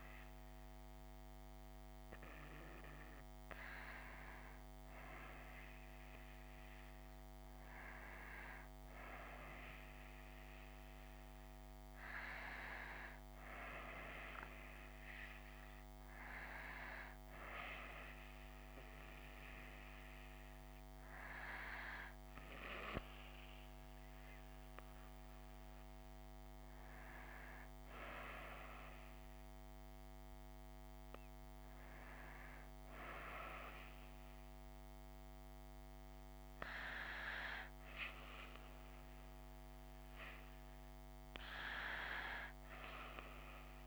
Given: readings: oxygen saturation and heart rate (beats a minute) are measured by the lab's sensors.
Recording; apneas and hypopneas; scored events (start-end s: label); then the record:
a person awake in a sleep study, by a microphone on the trachea; none
none scored
From the record:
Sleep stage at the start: awake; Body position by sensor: on the front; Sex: female